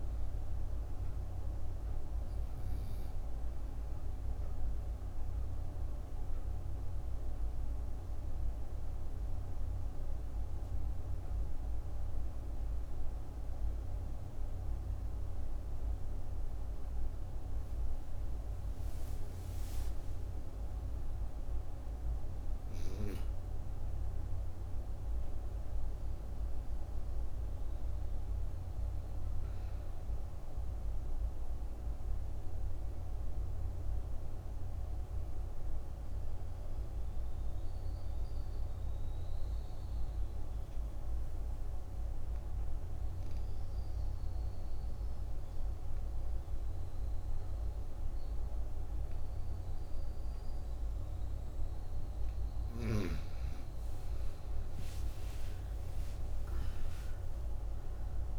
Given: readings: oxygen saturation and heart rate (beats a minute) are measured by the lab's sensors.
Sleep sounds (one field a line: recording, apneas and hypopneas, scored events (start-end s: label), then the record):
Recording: breathing in sleep, hard to hear, by a room microphone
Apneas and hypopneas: 2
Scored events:
0.00-17.00 s: oxygen desaturation (device-marked, oxygen 92% lowest)
1.50-18.50 s: obstructive apnea (oxygen 100% before, 90% lowest)
20.50-23.50 s: arousal
31.50-51.00 s: obstructive apnea (oxygen 98% before, 89% lowest)
54.00-58.00 s: arousal
From the record:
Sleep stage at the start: N2 (light sleep)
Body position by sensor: on the right side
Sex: female